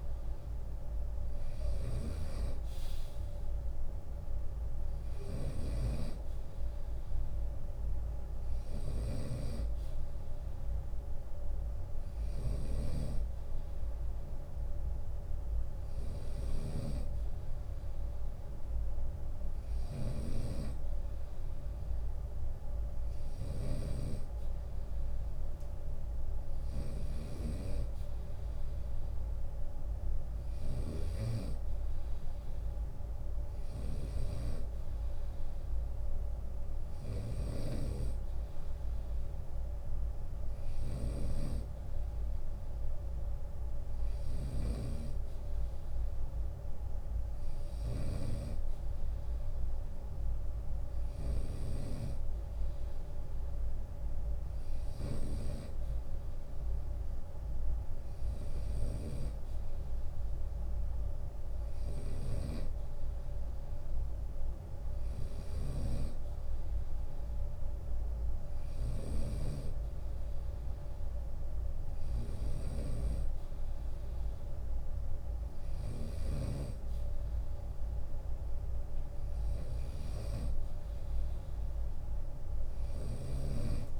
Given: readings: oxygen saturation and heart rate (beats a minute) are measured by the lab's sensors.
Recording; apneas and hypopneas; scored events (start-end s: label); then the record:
breathing in sleep by a room microphone; none
0.00-1.00 s: long interval between heartbeats (device-marked, heart rate 79 extreme)
0.00-75.50 s: snoring (device-marked)
28.00-30.00 s: long interval between heartbeats (device-marked, heart rate 78 before, 79 extreme)
82.00-84.00 s: snoring (device-marked)
82.50-84.00 s: long interval between heartbeats (device-marked, heart rate 76 before, 87 extreme)
From the record:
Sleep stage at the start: N2 (light sleep); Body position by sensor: on the right side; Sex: male